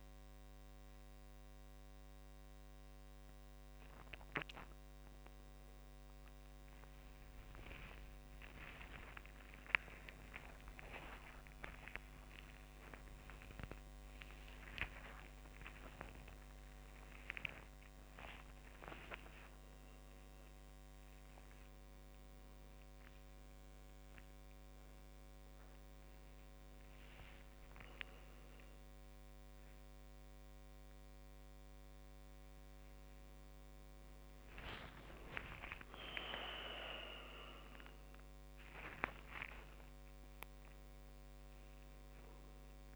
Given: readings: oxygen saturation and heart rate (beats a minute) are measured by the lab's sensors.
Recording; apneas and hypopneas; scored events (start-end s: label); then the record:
a person awake in a sleep study, by a microphone on the trachea; none
7.50-19.50 s: tachycardia (device-marked, heart rate 50 before, 183 extreme)
9.50-11.50 s: long interval between heartbeats (device-marked, heart rate 49 before, 86 extreme)
11.50-13.50 s: long interval between heartbeats (device-marked, heart rate 54 before, 138 extreme)
14.00-16.00 s: long interval between heartbeats (device-marked, heart rate 64 before, 167 extreme)
14.50-24.50 s: drop in pulse transit time (device-marked, heart rate 70 before, 80 extreme)
16.50-18.50 s: long interval between heartbeats (device-marked, heart rate 83 before, 182 extreme)
19.00-21.00 s: long interval between heartbeats (device-marked, heart rate 97 before, 162 extreme)
25.50-27.50 s: long interval between heartbeats (device-marked, heart rate 121 before, 69 extreme)
35.50-37.50 s: long interval between heartbeats (device-marked, heart rate 102 before, 60 extreme)
36.50-42.95 s: drop in pulse transit time (device-marked, heart rate 96 before, 58 extreme)
40.50-42.50 s: long interval between heartbeats (device-marked, heart rate 73 before, 59 extreme)
From the record:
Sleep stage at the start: awake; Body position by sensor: on the right side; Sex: male